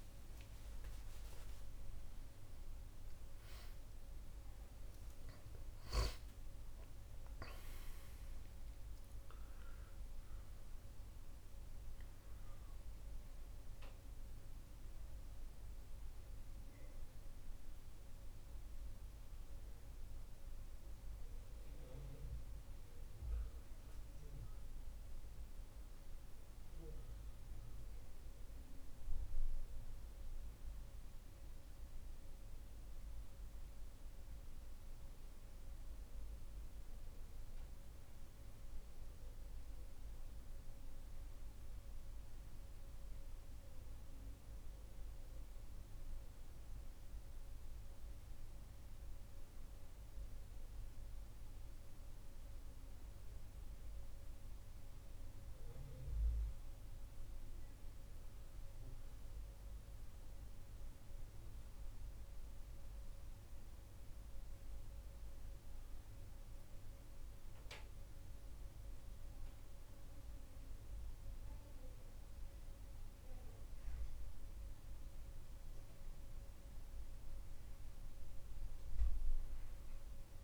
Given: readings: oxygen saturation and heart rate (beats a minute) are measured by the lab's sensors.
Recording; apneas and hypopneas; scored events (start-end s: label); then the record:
breathing in sleep, hard to hear, by a room microphone; none
3.00-7.00 s: arousal
From the record:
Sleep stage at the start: N2 (light sleep); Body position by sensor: on the back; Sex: male